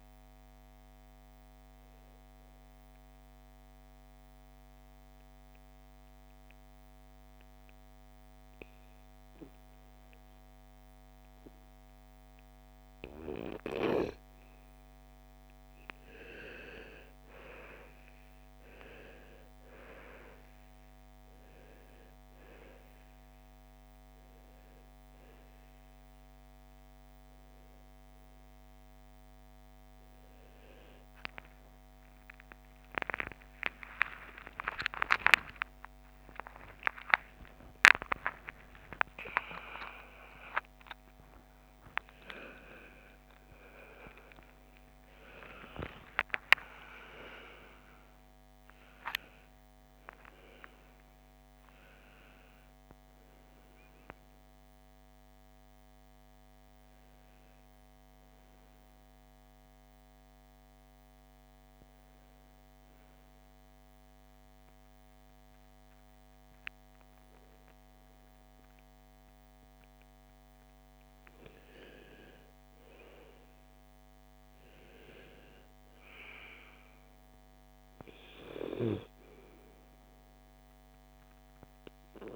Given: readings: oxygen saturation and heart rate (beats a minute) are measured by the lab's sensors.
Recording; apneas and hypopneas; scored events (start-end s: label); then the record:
a person partly awake in a sleep study, by a microphone on the trachea; 2
2.50-15.00 s: obstructive apnea (oxygen 98% before, 87% lowest, heart rate 60 before, 55 extreme, up 13 after)
17.50-35.50 s: oxygen desaturation (device-marked, oxygen 98% before, 87% lowest, heart rate 58 before, 59 extreme)
31.50-61.50 s: new sleep stage, awake
61.00-72.00 s: hypopnea (oxygen 98% before, 90% lowest, heart rate 77 before, 58 extreme, up 11 after)
61.50-82.36 s: new sleep stage, N2 (light sleep)
73.50-77.50 s: arousal
77.50-82.36 s: oxygen desaturation (device-marked, oxygen 98% before, 91% lowest, heart rate 62 before, 55 extreme)
From the record:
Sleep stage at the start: REM sleep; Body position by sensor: on the right side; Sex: female